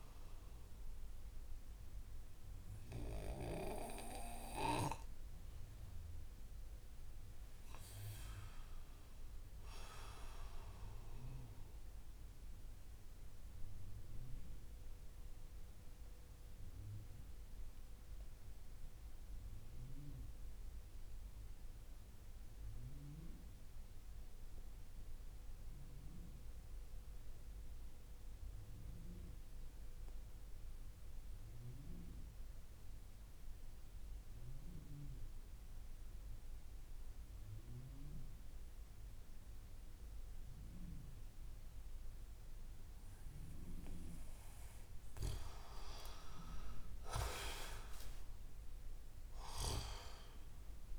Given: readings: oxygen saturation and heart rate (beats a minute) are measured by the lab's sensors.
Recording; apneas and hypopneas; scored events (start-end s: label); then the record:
breathing in sleep by a room microphone; 1
0.00-23.50 s: oxygen desaturation (device-marked, oxygen 91% lowest)
11.00-44.50 s: obstructive apnea (oxygen 97% before, 88% lowest)
39.50-50.98 s: oxygen desaturation (device-marked, oxygen 97% before, 88% lowest)
45.50-50.00 s: arousal
From the record:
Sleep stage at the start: N2 (light sleep); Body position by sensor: on the back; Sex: male